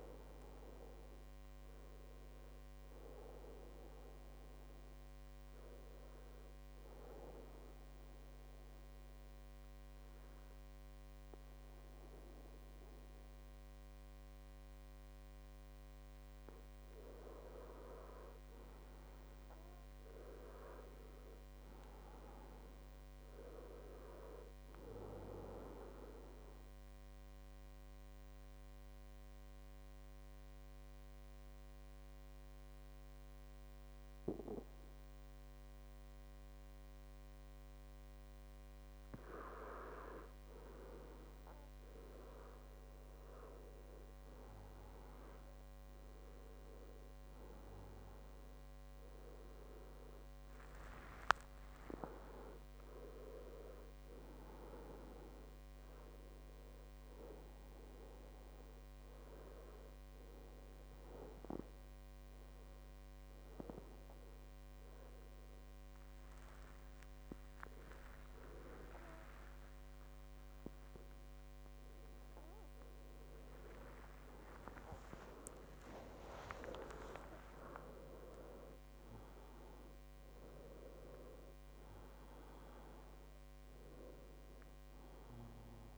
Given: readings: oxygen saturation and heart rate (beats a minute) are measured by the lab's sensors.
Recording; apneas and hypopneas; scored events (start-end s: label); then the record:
breathing in sleep by a microphone on the trachea; 2
0.00-17.50 s: oxygen desaturation (device-marked, oxygen 94% lowest, heart rate 62 extreme)
4.50-16.00 s: obstructive apnea (oxygen 98% before, 94% lowest, heart rate 74 before, 62 extreme, up 11 after)
20.00-24.00 s: arousal
26.00-39.00 s: mixed apnea (oxygen 98% before, 94% lowest, heart rate 67 before, 63 extreme, up 7 after)
41.00-46.00 s: arousal
50.50-70.50 s: oxygen desaturation (device-marked, oxygen 98% before, 94% lowest, heart rate 67 before, 72 extreme)
65.50-85.97 s: new sleep stage, N1 (lightest sleep)
69.00-73.00 s: arousal
77.00-79.00 s: long interval between heartbeats (device-marked, heart rate 77 before, 90 extreme)
From the record:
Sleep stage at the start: N2 (light sleep); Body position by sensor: on the back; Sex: male